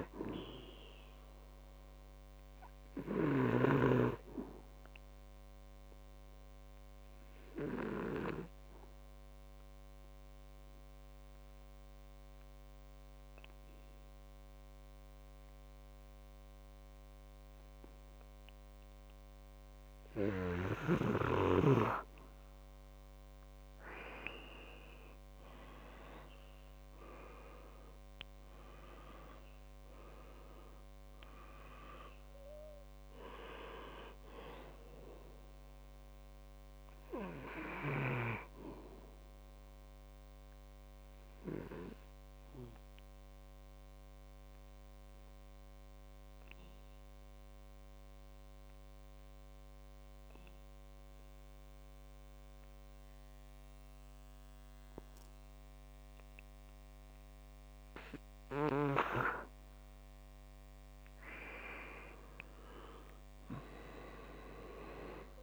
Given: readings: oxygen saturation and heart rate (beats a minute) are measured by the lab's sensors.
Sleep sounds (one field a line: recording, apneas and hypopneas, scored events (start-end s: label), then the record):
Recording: breathing in sleep by a microphone on the trachea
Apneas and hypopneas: 2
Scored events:
0.00-20.50 s: oxygen desaturation (device-marked, oxygen 92% lowest, heart rate 61 extreme)
5.00-21.00 s: obstructive apnea (oxygen 98% before, 90% lowest, heart rate 64 before, 61 extreme, up 6 after)
24.00-29.00 s: arousal
32.50-53.50 s: oxygen desaturation (device-marked, oxygen 97% before, 90% lowest, heart rate 65 before, 59 extreme)
41.00-58.00 s: obstructive apnea (oxygen 97% before, 90% lowest, heart rate 66 before, 58 extreme, up 8 after)
61.50-65.43 s: arousal
63.50-65.43 s: oxygen desaturation (device-marked, oxygen 98% before, 91% lowest, heart rate 63 before, 55 extreme)
From the record:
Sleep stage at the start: N2 (light sleep)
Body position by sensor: on the back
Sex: male